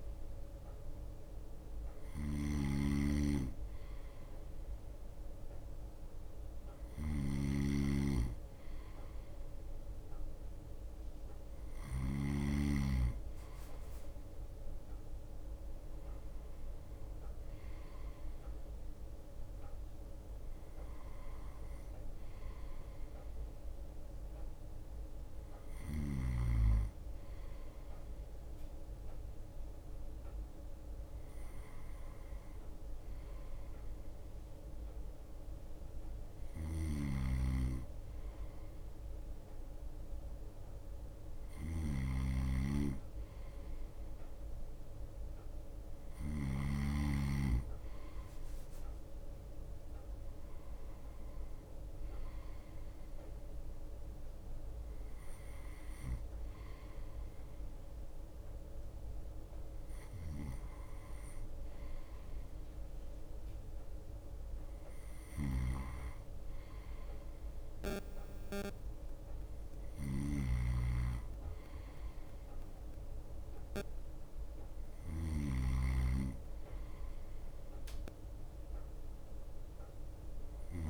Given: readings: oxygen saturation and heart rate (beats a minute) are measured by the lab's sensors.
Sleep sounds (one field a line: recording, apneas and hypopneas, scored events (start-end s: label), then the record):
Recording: breathing in sleep by a room microphone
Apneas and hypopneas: none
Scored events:
0.00-13.00 s: snoring (device-marked)
1.00-10.00 s: drop in pulse transit time (device-marked, heart rate 52 before, 59 extreme)
6.00-8.00 s: long interval between heartbeats (device-marked, heart rate 57 before, 61 extreme)
7.00-31.00 s: bradycardia (device-marked, heart rate 46 before, 25 extreme)
11.00-13.00 s: long interval between heartbeats (device-marked, heart rate 60 before, 35 extreme)
17.00-19.00 s: long interval between heartbeats (device-marked, heart rate 51 before, 48 extreme)
20.50-22.50 s: long interval between heartbeats (device-marked, heart rate 50 before, 55 extreme)
25.50-27.50 s: long interval between heartbeats (device-marked, heart rate 47 before, 43 extreme)
28.50-30.50 s: long interval between heartbeats (device-marked, heart rate 44 before, 37 extreme)
35.50-37.50 s: long interval between heartbeats (device-marked, heart rate 47 before, 60 extreme)
36.00-52.00 s: bradycardia (device-marked, heart rate 45 before, 41 extreme)
37.00-45.00 s: drop in pulse transit time (device-marked, heart rate 50 before, 41 extreme)
37.00-47.00 s: snoring (device-marked)
42.50-44.50 s: long interval between heartbeats (device-marked, heart rate 49 before, 43 extreme)
54.00-56.00 s: long interval between heartbeats (device-marked, heart rate 51 before, 58 extreme)
55.00-70.00 s: bradycardia (device-marked, heart rate 46 before, 28 extreme)
59.50-61.50 s: long interval between heartbeats (device-marked, heart rate 50 before, 43 extreme)
60.50-80.90 s: snoring (device-marked)
69.00-71.00 s: long interval between heartbeats (device-marked, heart rate 44 before, 39 extreme)
75.00-80.90 s: bradycardia (device-marked, heart rate 46 before, 47 extreme)
76.00-78.00 s: long interval between heartbeats (device-marked, heart rate 43 before, 61 extreme)
From the record:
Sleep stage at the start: N2 (light sleep)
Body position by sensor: on the right side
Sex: male